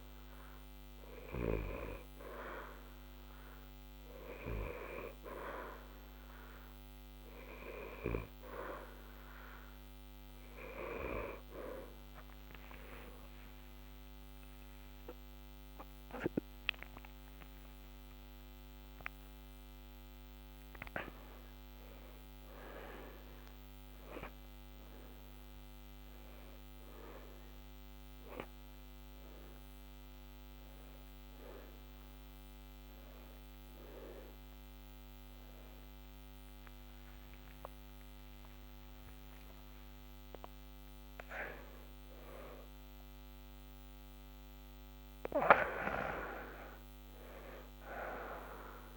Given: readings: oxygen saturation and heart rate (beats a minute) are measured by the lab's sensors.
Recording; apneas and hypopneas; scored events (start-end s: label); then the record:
breathing in sleep by a microphone on the trachea; none
15.50-48.97 s: new sleep stage, N1 (lightest sleep)
35.50-40.00 s: arousal
From the record:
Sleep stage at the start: N2 (light sleep); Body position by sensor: on the back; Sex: male